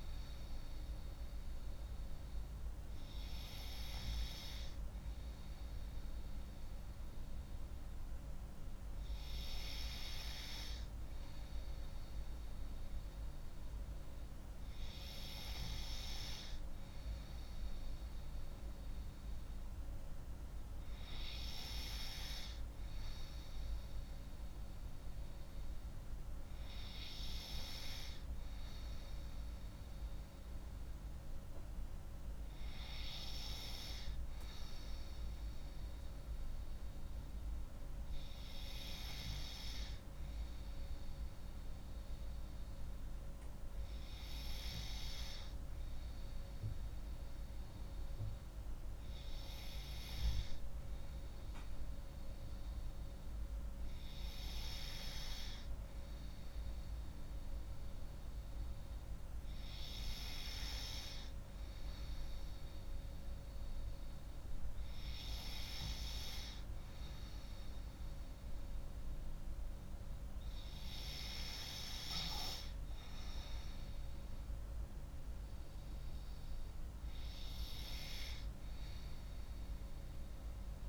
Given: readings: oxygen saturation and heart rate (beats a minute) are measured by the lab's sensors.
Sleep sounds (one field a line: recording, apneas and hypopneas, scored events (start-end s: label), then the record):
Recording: breathing in sleep by a room microphone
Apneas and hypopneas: none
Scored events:
none scored
From the record:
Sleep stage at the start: N3 (deep sleep)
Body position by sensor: on the left side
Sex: female